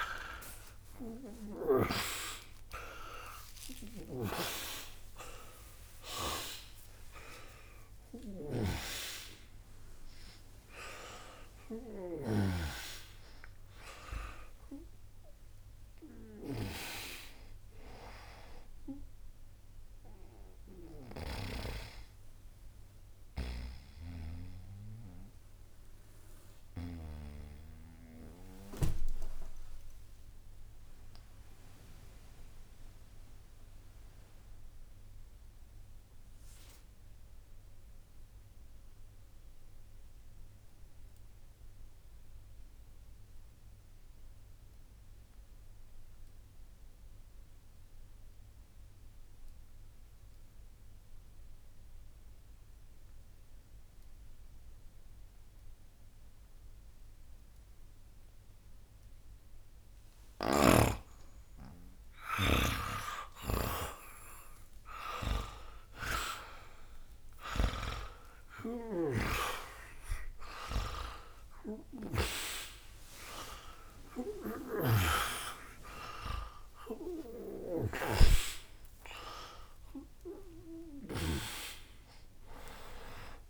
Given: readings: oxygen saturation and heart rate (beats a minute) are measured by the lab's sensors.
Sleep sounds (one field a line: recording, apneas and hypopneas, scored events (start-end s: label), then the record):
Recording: breathing in sleep by a room microphone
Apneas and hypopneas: 1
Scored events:
0.00-5.00 s: arousal
0.00-39.50 s: oxygen desaturation (device-marked, oxygen 81% lowest, heart rate 60 extreme)
28.00-60.00 s: mixed apnea (oxygen 95% before, 80% lowest, heart rate 68 before, 61 extreme, up 26 after)
59.50-83.50 s: oxygen desaturation (device-marked, oxygen 98% before, 80% lowest, heart rate 61 before, 61 extreme)
66.50-73.50 s: arousal
77.00-81.00 s: snoring (device-marked)
From the record:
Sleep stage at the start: N2 (light sleep)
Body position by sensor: on the back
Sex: male